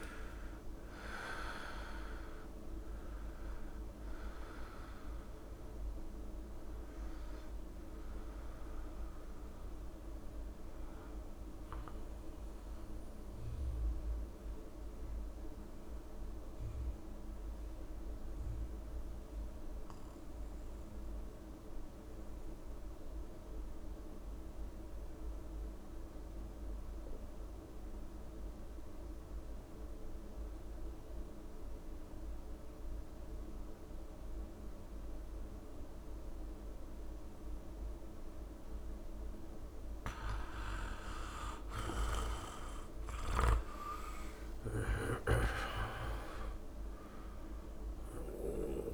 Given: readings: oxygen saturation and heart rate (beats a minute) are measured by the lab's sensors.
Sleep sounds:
breathing in sleep by a room microphone; 1
0.00-21.50 s: oxygen desaturation (device-marked, oxygen 84% lowest)
9.00-40.50 s: mixed apnea (oxygen 99% before, 84% lowest)
36.50-48.94 s: oxygen desaturation (device-marked, oxygen 99% before, 86% lowest)
43.00-47.00 s: arousal
From the record:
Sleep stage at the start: N2 (light sleep); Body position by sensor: on the back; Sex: male

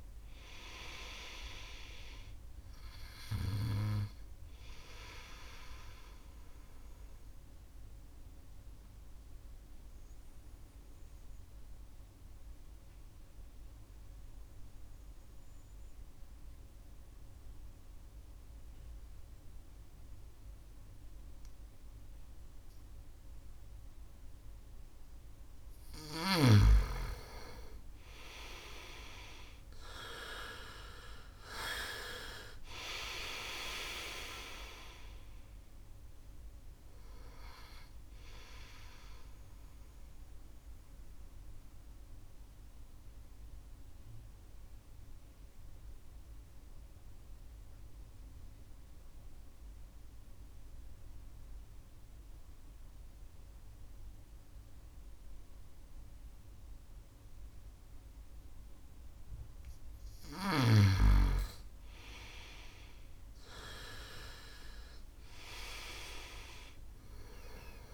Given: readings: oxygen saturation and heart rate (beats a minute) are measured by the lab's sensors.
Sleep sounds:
breathing in sleep by a room microphone; 2
0.00-19.50 s: oxygen desaturation (device-marked, oxygen 89% lowest, heart rate 64 extreme)
7.00-24.50 s: obstructive apnea (oxygen 96% before, 88% lowest, heart rate 73 before, 65 extreme, up 4 after)
26.50-32.00 s: arousal
30.50-56.50 s: oxygen desaturation (device-marked, oxygen 99% before, 91% lowest, heart rate 69 before, 65 extreme)
31.50-33.50 s: long interval between heartbeats (device-marked, heart rate 69 before, 66 extreme)
40.50-59.50 s: mixed apnea (oxygen 99% before, 88% lowest, heart rate 69 before, 65 extreme, up 0 after)
61.00-65.50 s: arousal
63.50-67.94 s: oxygen desaturation (device-marked, oxygen 99% before, 88% lowest, heart rate 71 before, 65 extreme)
From the record:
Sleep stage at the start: N2 (light sleep); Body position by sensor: on the right side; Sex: male

